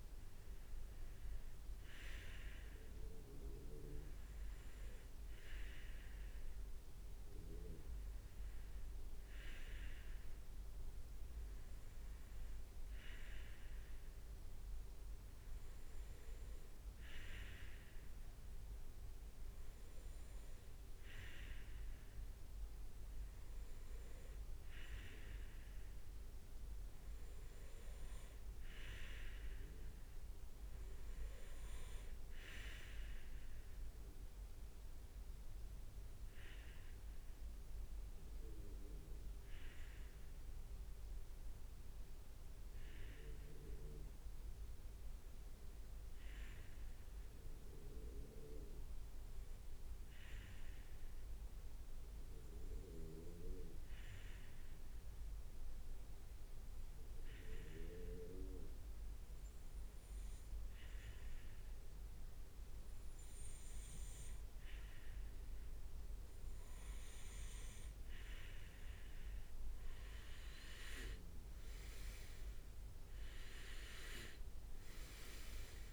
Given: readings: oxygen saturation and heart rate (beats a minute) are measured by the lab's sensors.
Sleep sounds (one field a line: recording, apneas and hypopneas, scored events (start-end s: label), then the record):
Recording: breathing in sleep by a room microphone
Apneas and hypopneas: 1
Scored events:
37.50-67.00 s: hypopnea (oxygen 97% before, 93% lowest, heart rate 67 before, 64 extreme, up 7 after)
54.50-75.93 s: oxygen desaturation (device-marked, oxygen 97% before, 93% lowest, heart rate 67 before, 68 extreme)
70.00-75.00 s: arousal
From the record:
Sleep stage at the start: N2 (light sleep)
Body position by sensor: on the right side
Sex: male